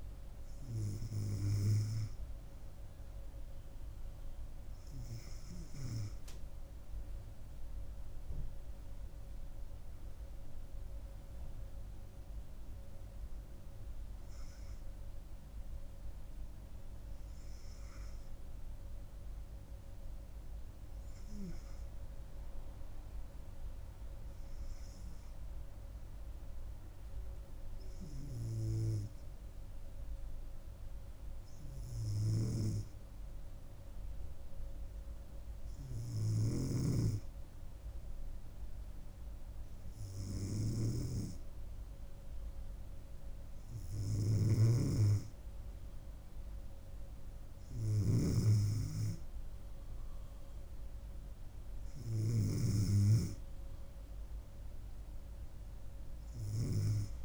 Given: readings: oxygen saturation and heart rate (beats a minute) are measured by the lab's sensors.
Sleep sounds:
breathing in sleep by a room microphone; 1
14.50-43.00 s: hypopnea (oxygen 95% before, 93% lowest, heart rate 72 before, 68 extreme, up 1 after)
44.00-52.50 s: snoring (device-marked)
45.50-48.50 s: arousal
From the record:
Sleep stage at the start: N2 (light sleep); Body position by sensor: on the back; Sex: female

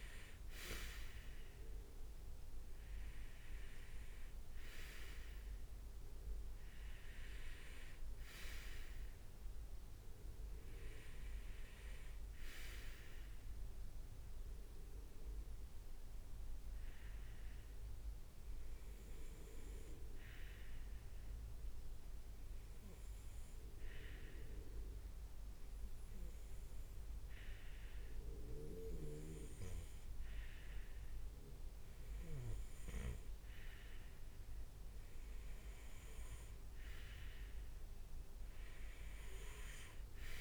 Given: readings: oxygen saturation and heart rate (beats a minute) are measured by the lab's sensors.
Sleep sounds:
breathing in sleep by a room microphone; 1
0.00-1.50 s: arousal
14.50-33.50 s: hypopnea (oxygen 98% before, 96% lowest, heart rate 67 before, 62 extreme, up 6 after)
36.00-40.00 s: arousal
From the record:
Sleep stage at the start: REM sleep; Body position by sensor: on the right side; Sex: male

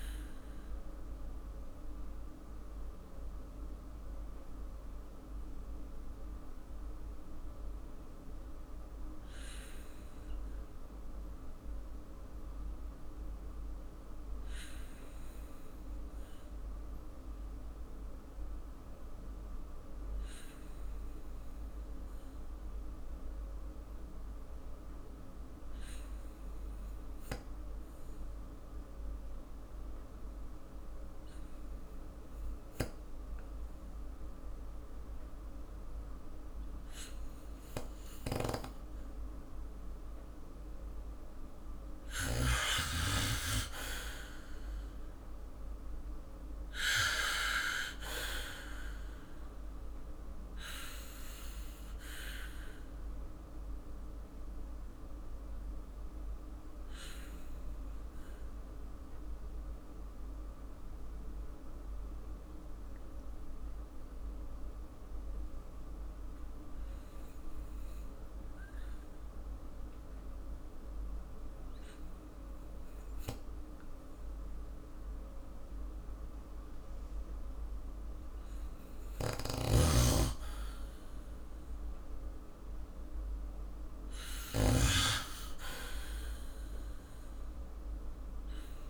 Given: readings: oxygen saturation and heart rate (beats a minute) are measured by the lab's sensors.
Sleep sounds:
breathing in sleep by a room microphone; 2
1.50-40.50 s: mixed apnea (oxygen 98% before, 94% lowest, heart rate 76 before, 46 extreme, up 9 after)
25.50-32.50 s: oxygen desaturation (device-marked, oxygen 98% before, 94% lowest, heart rate 51 before, 51 extreme)
43.00-47.00 s: arousal
52.00-79.00 s: obstructive apnea (oxygen 99% before, 94% lowest, heart rate 55 before, 46 extreme, up 5 after)
79.00-84.50 s: snoring (device-marked)
80.50-84.00 s: arousal
81.50-88.90 s: oxygen desaturation (device-marked, oxygen 98% before, 94% lowest, heart rate 50 before, 48 extreme)
From the record:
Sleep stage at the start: N2 (light sleep); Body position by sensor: on the back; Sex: male

